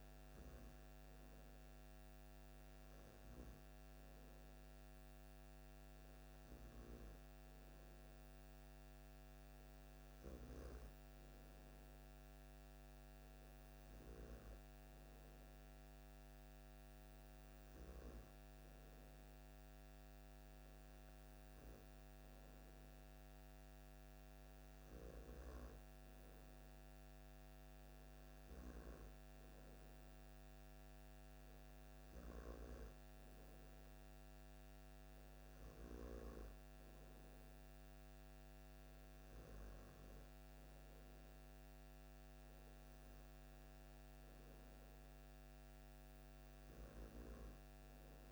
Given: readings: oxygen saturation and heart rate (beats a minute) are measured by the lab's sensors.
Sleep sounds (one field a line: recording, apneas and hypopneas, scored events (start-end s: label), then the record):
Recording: breathing in sleep by a microphone on the trachea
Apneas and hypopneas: none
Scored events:
none scored
From the record:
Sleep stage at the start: N2 (light sleep)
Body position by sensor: on the back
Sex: male